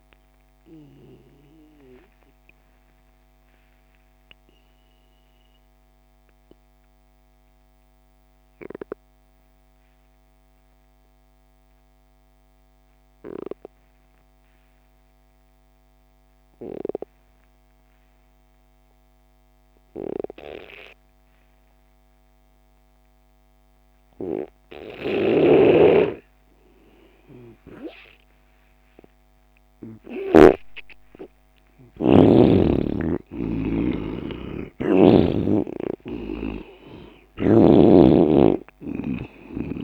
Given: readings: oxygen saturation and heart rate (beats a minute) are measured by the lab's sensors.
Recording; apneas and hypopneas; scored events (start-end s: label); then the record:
breathing in sleep by a microphone on the trachea; 1
0.00-14.50 s: oxygen desaturation (device-marked, oxygen 87% lowest)
0.50-28.00 s: obstructive apnea (oxygen 98% before, 87% lowest)
25.00-30.50 s: snoring (device-marked)
29.50-39.84 s: oxygen desaturation (device-marked, oxygen 98% before, 89% lowest)
32.00-37.00 s: arousal
From the record:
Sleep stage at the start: N2 (light sleep); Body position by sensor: on the left side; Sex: male